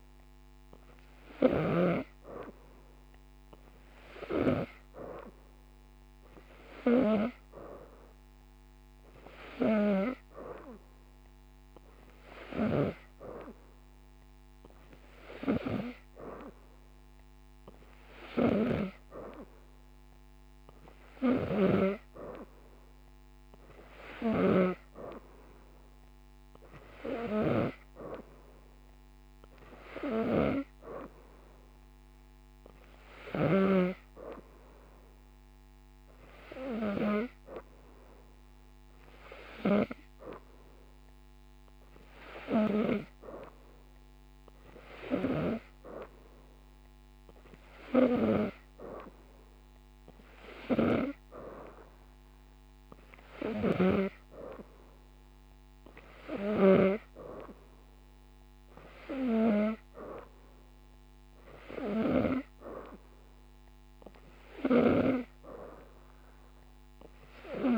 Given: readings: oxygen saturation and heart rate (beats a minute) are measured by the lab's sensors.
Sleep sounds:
breathing in sleep by a microphone on the trachea; none
21.00-24.50 s: snoring (device-marked)
From the record:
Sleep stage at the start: N2 (light sleep); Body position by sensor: upright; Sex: female

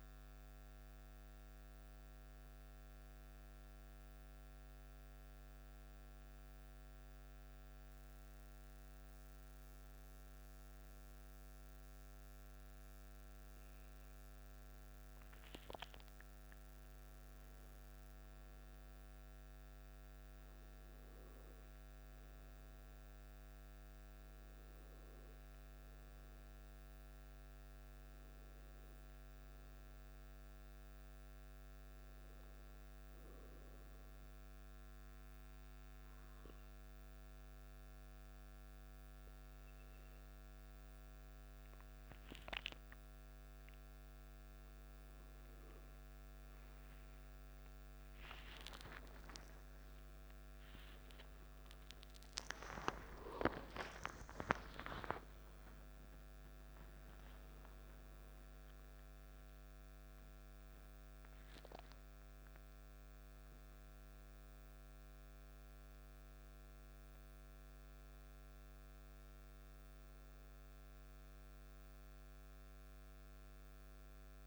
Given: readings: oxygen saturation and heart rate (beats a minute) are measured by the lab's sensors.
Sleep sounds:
breathing in sleep by a microphone on the trachea; none
26.00-74.47 s: new sleep stage, N1 (lightest sleep)
49.50-55.00 s: arousal
From the record:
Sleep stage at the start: N2 (light sleep); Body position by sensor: on the back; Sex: male

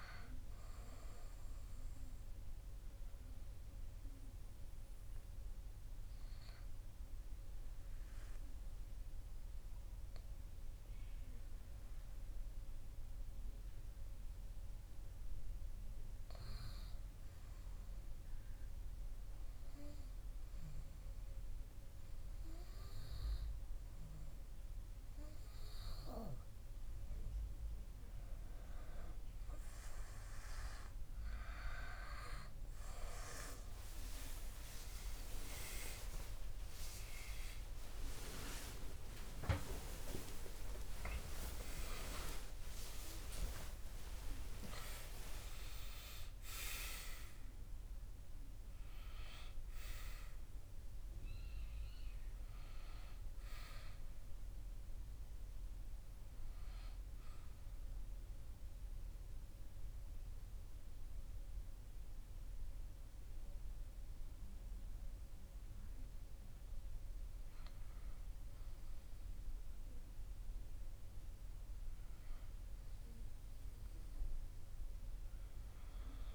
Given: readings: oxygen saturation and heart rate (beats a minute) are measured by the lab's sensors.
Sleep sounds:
breathing in sleep by a room microphone; 2
2.50-26.50 s: obstructive apnea (oxygen 98% before, 90% lowest)
34.50-42.50 s: arousal
57.00-67.00 s: central apnea (oxygen 97% before, 95% lowest, heart rate 94 before, 58 extreme, up 1 after)
From the record:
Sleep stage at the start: REM sleep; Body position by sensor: on the back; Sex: male

